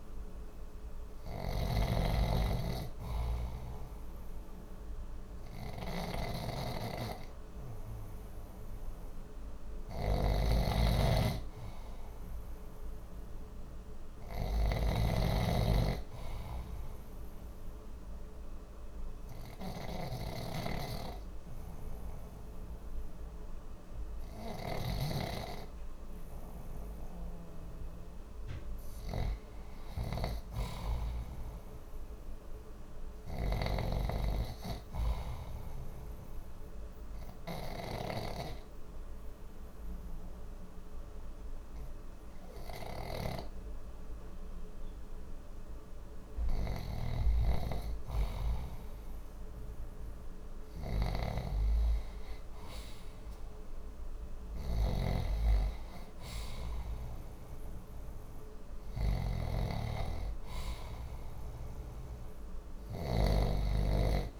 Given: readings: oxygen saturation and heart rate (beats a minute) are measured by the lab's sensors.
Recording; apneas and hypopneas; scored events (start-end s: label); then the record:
breathing in sleep by a room microphone; 2
0.00-9.50 s: oxygen desaturation (device-marked, oxygen 88% lowest, heart rate 62 extreme)
0.00-25.00 s: snoring (device-marked)
16.50-27.50 s: obstructive apnea (oxygen 91% before, 88% lowest, heart rate 64 before, 63 extreme, up 0 after)
25.50-64.40 s: new sleep stage, REM sleep
29.50-33.50 s: arousal
33.00-38.00 s: snoring (device-marked)
37.00-47.00 s: obstructive apnea (oxygen 91% before, 87% lowest, heart rate 64 before, 63 extreme, up 0 after)
46.50-64.40 s: snoring (device-marked)
47.50-64.40 s: oxygen desaturation (device-marked, oxygen 91% before, 88% lowest, heart rate 65 before, 61 extreme)
50.00-53.50 s: arousal
From the record:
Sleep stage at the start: N2 (light sleep); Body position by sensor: on the left side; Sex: male